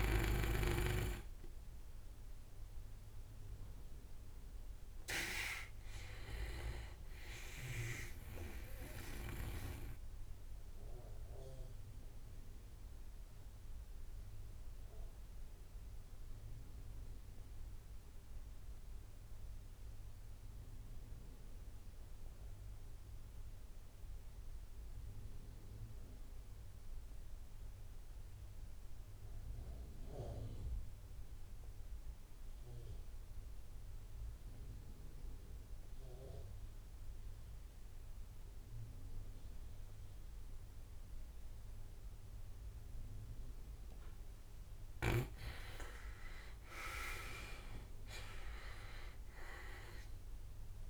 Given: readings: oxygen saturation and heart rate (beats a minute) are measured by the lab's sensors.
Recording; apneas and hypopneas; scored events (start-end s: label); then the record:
breathing in sleep by a room microphone; 1
0.00-17.00 s: oxygen desaturation (device-marked, oxygen 88% lowest)
9.50-41.00 s: obstructive apnea (oxygen 94% before, 87% lowest)
34.00-50.90 s: oxygen desaturation (device-marked, oxygen 98% before, 87% lowest)
46.00-50.50 s: arousal
From the record:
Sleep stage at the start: N2 (light sleep); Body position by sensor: on the right side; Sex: male